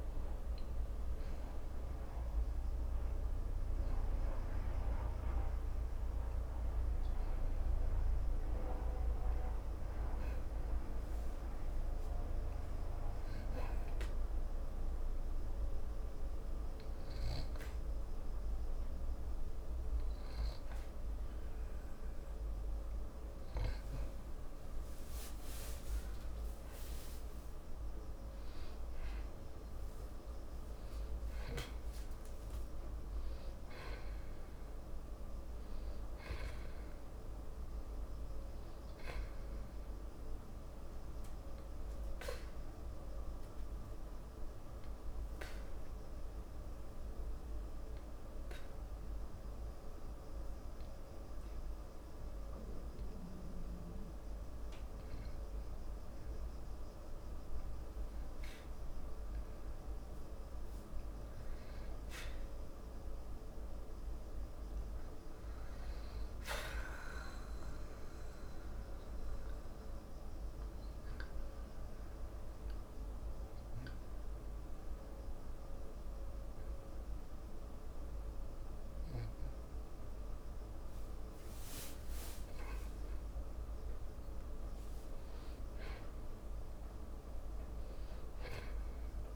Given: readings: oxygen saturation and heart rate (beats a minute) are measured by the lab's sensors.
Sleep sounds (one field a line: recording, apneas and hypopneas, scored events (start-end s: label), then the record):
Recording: breathing in sleep, hard to hear, by a room microphone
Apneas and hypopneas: 3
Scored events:
0.00-9.00 s: oxygen desaturation (device-marked, oxygen 93% lowest, heart rate 55 extreme)
12.50-26.00 s: hypopnea (oxygen 97% before, 92% lowest)
27.00-31.50 s: arousal
42.50-55.00 s: obstructive apnea (oxygen 95% before, 92% lowest)
58.00-62.50 s: arousal
67.00-87.00 s: oxygen desaturation (device-marked, oxygen 97% before, 93% lowest)
68.50-81.00 s: obstructive apnea (oxygen 97% before, 93% lowest)
83.50-89.00 s: arousal
From the record:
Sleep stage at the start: N2 (light sleep)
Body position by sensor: on the back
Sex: male